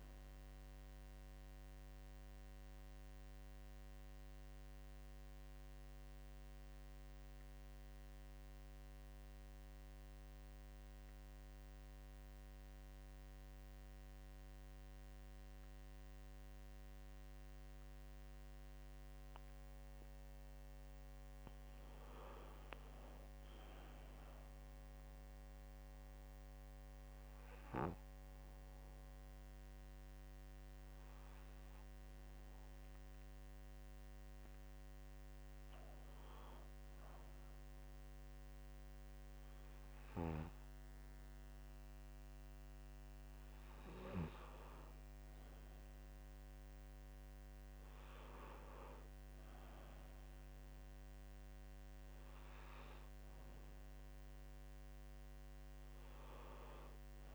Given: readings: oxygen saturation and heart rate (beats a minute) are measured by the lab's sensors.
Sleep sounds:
breathing in sleep, hard to hear, by a microphone on the trachea; 1
2.50-21.00 s: central apnea (oxygen 97% before, 93% lowest, heart rate 65 before, 64 extreme, up 0 after)
23.50-27.00 s: arousal
From the record:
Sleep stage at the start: N2 (light sleep); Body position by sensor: on the right side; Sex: male

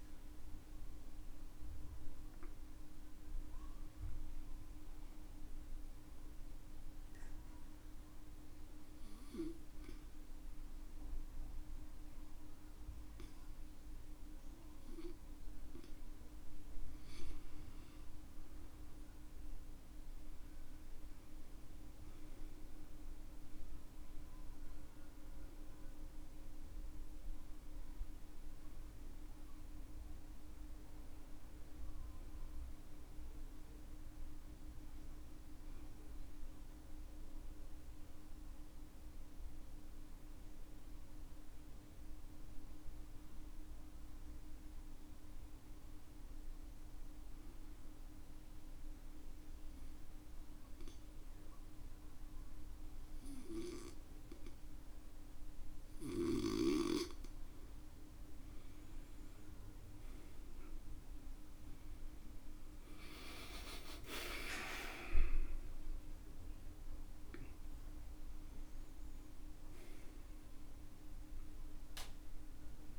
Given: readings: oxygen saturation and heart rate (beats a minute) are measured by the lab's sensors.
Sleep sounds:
breathing in sleep by a room microphone; 2
0.00-10.50 s: oxygen desaturation (device-marked, oxygen 91% lowest, heart rate 63 extreme)
7.00-17.50 s: obstructive apnea (oxygen 95% before, 91% lowest, heart rate 64 before, 63 extreme, up 7 after)
25.50-72.99 s: new sleep stage, N2 (light sleep)
39.00-57.50 s: obstructive apnea (oxygen 97% before, 92% lowest, heart rate 68 before, 61 extreme, up 11 after)
61.50-67.50 s: arousal
From the record:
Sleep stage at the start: N1 (lightest sleep); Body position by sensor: on the back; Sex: male

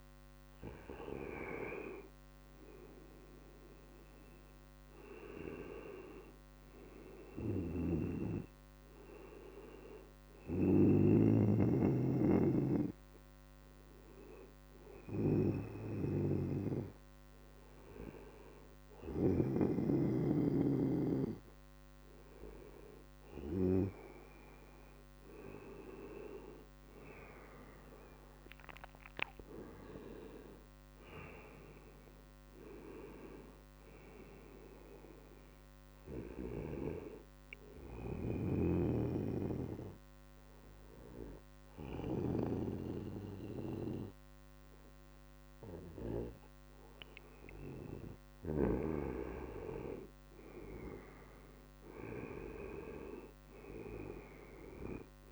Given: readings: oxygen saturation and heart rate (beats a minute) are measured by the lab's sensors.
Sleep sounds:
breathing in sleep by a microphone on the trachea; 2
0.00-1.50 s: oxygen desaturation (device-marked, oxygen 94% lowest, heart rate 79 extreme)
10.50-22.50 s: hypopnea (oxygen 97% before, 91% lowest, heart rate 80 before, 81 extreme, up 2 after)
15.50-25.50 s: oxygen desaturation (device-marked, oxygen 96% before, 93% lowest, heart rate 80 before, 81 extreme)
26.50-30.00 s: arousal
36.00-47.00 s: obstructive apnea (oxygen 96% before, 91% lowest, heart rate 82 before, 79 extreme, up 2 after)
48.50-52.00 s: arousal
From the record:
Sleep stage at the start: N2 (light sleep); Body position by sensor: on the right side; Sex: male

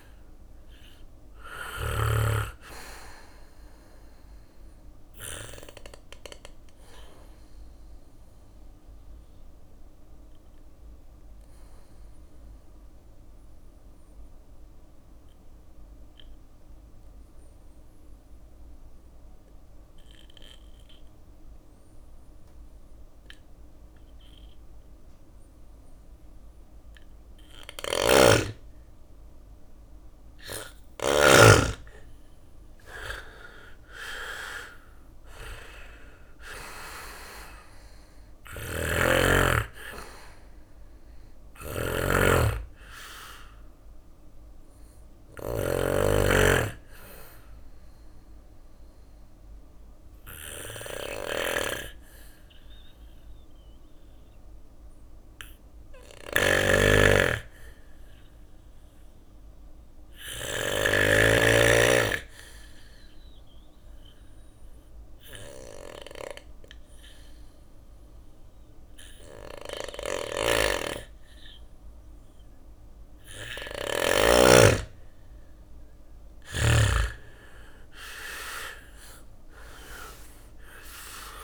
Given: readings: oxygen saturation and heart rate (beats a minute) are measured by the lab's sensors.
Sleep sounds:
breathing in sleep by a room microphone; 2
0.00-3.00 s: drop in pulse transit time (device-marked, heart rate 59 extreme)
0.00-16.00 s: oxygen desaturation (device-marked, oxygen 90% lowest, heart rate 56 extreme)
2.00-17.00 s: bradycardia (device-marked, heart rate 60 before, 56 extreme)
5.50-26.00 s: obstructive apnea (oxygen 99% before, 90% lowest, heart rate 62 before, 57 extreme, up 5 after)
18.00-28.00 s: bradycardia (device-marked, heart rate 60 before, 58 extreme)
26.50-30.50 s: snoring (device-marked)
28.50-33.00 s: arousal
30.00-44.00 s: drop in pulse transit time (device-marked, heart rate 58 before, 59 extreme)
32.00-57.00 s: oxygen desaturation (device-marked, oxygen 98% before, 90% lowest, heart rate 59 before, 57 extreme)
37.50-44.50 s: snoring (device-marked)
55.00-59.50 s: snoring (device-marked)
60.50-71.50 s: obstructive apnea (oxygen 99% before, 90% lowest, heart rate 64 before, 57 extreme, up 7 after)
61.00-73.00 s: bradycardia (device-marked, heart rate 60 before, 57 extreme)
69.00-76.00 s: snoring (device-marked)
74.00-78.50 s: arousal
74.00-81.44 s: oxygen desaturation (device-marked, oxygen 98% before, 92% lowest, heart rate 60 before, 57 extreme)
76.00-81.44 s: drop in pulse transit time (device-marked, heart rate 59 before, 60 extreme)
From the record:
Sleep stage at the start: N2 (light sleep); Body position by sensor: on the back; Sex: male

